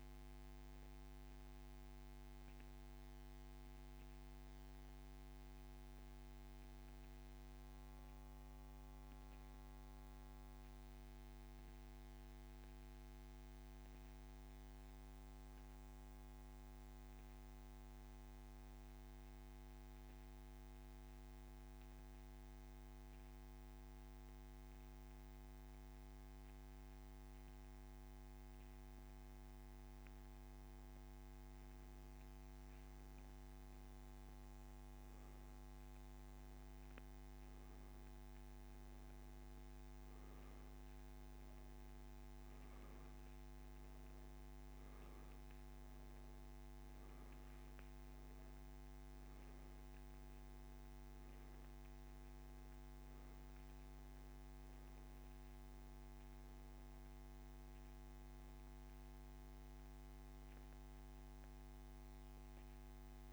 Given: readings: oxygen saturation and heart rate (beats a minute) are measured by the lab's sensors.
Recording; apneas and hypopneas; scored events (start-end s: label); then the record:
breathing in sleep, hard to hear, by a microphone on the trachea; 1
0.00-23.50 s: oxygen desaturation (device-marked, oxygen 91% lowest)
3.00-6.50 s: arousal
9.50-31.50 s: central apnea (oxygen 96% before, 88% lowest)
34.50-37.50 s: arousal
58.00-62.50 s: arousal
From the record:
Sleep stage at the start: N2 (light sleep); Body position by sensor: on the back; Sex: male